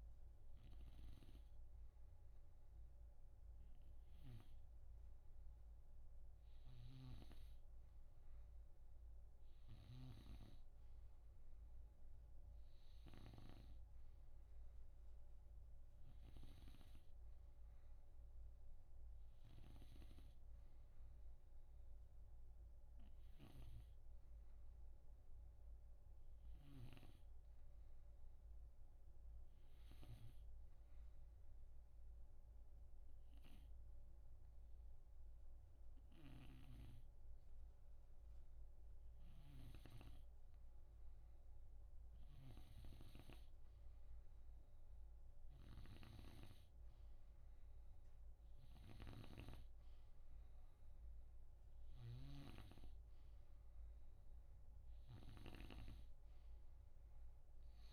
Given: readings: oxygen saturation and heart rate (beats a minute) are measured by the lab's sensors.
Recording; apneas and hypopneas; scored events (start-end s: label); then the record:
breathing in sleep by a room microphone; none
6.50-13.50 s: snoring (device-marked)
26.50-57.93 s: snoring (device-marked)
From the record:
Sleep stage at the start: N2 (light sleep); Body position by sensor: on the right side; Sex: male